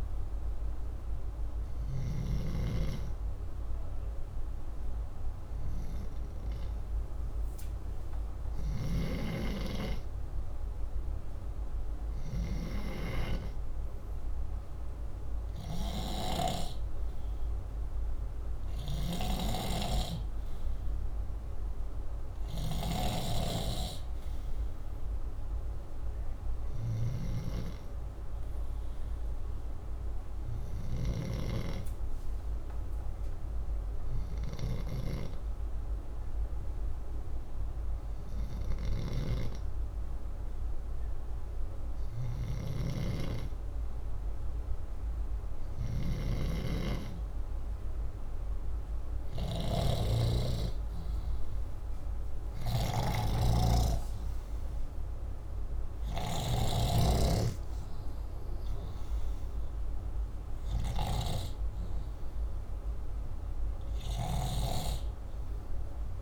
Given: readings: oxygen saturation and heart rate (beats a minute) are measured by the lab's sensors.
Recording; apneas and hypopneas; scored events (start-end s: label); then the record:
breathing in sleep by a room microphone; 1
18.50-22.50 s: snoring (device-marked)
28.00-44.00 s: hypopnea (oxygen 96% before, 93% lowest, heart rate 72 before, 63 extreme, up 0 after)
38.50-56.50 s: snoring (device-marked)
51.00-55.50 s: arousal
From the record:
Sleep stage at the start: N2 (light sleep); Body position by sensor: upright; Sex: male